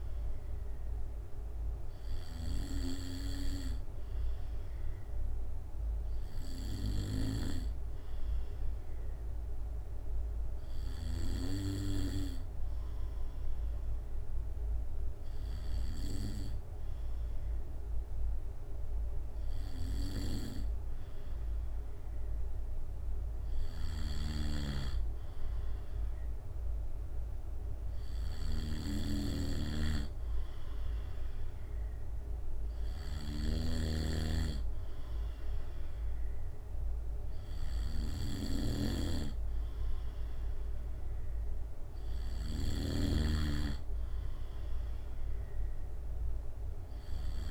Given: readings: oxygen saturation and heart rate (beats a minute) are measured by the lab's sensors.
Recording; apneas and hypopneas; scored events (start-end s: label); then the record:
breathing in sleep by a room microphone; none
15.50-17.50 s: long interval between heartbeats (device-marked, heart rate 66 before, 74 extreme)
28.50-47.50 s: snoring (device-marked)
From the record:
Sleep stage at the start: N2 (light sleep); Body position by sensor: on the back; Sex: male